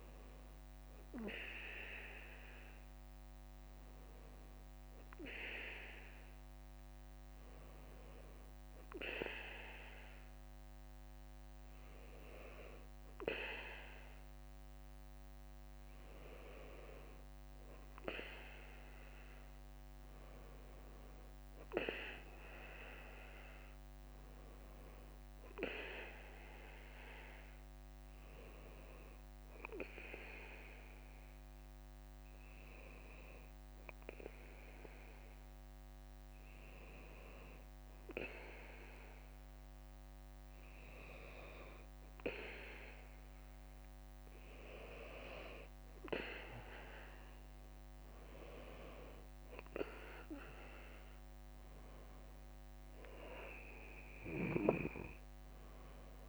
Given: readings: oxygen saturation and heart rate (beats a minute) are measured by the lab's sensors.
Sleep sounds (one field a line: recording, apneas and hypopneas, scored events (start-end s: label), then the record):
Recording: breathing in sleep by a microphone on the trachea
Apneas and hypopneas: none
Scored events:
11.00-20.50 s: leg movement (device-marked)
From the record:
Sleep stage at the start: N2 (light sleep)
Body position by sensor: on the back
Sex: male